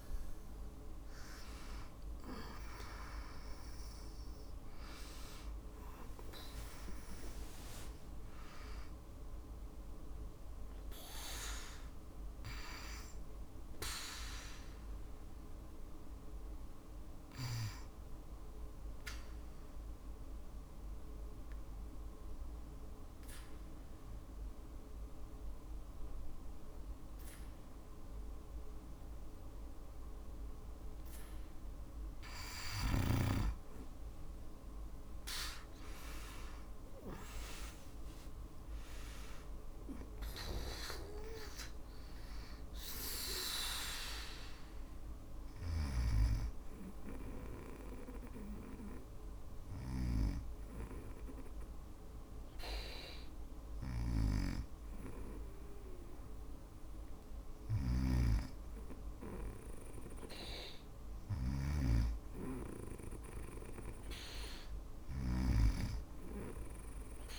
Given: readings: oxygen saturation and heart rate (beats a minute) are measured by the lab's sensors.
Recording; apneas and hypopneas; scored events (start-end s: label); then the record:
breathing in sleep by a room microphone; 2
0.00-1.00 s: arousal
0.00-24.00 s: oxygen desaturation (device-marked, oxygen 84% lowest, heart rate 55 extreme)
17.50-31.00 s: obstructive apnea (oxygen 96% before, 87% lowest, heart rate 60 before, 55 extreme, up 6 after)
35.50-39.00 s: arousal
38.00-56.00 s: oxygen desaturation (device-marked, oxygen 98% before, 92% lowest, heart rate 57 before, 55 extreme)
43.00-58.00 s: hypopnea (oxygen 99% before, 92% lowest, heart rate 58 before, 55 extreme, up 3 after)
45.00-67.39 s: snoring (device-marked)
60.50-64.00 s: arousal
From the record:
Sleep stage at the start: N2 (light sleep); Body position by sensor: on the back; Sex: female